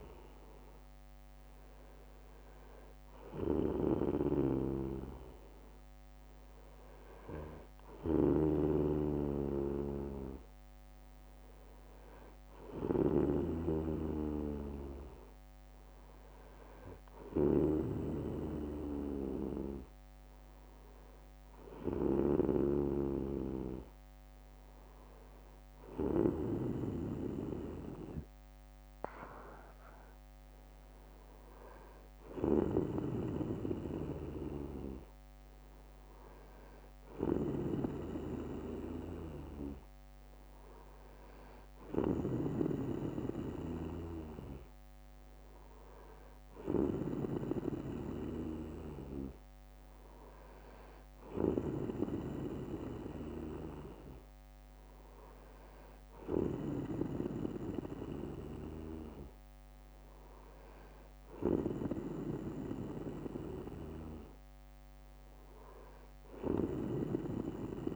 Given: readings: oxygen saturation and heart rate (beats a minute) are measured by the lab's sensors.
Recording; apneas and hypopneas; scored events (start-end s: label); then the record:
breathing in sleep by a microphone on the trachea; none
6.50-8.50 s: bradycardia (device-marked, heart rate 63 before, 58 extreme)
16.50-18.50 s: bradycardia (device-marked, heart rate 63 before, 62 extreme)
25.50-27.50 s: bradycardia (device-marked, heart rate 63 before, 62 extreme)
35.50-37.50 s: bradycardia (device-marked, heart rate 63 before, 63 extreme)
57.50-59.50 s: bradycardia (device-marked, heart rate 63 before, 57 extreme)
62.50-64.50 s: bradycardia (device-marked, heart rate 63 before, 62 extreme)
65.50-67.50 s: bradycardia (device-marked, heart rate 63 before, 58 extreme)
From the record:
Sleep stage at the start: N2 (light sleep); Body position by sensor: on the back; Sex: male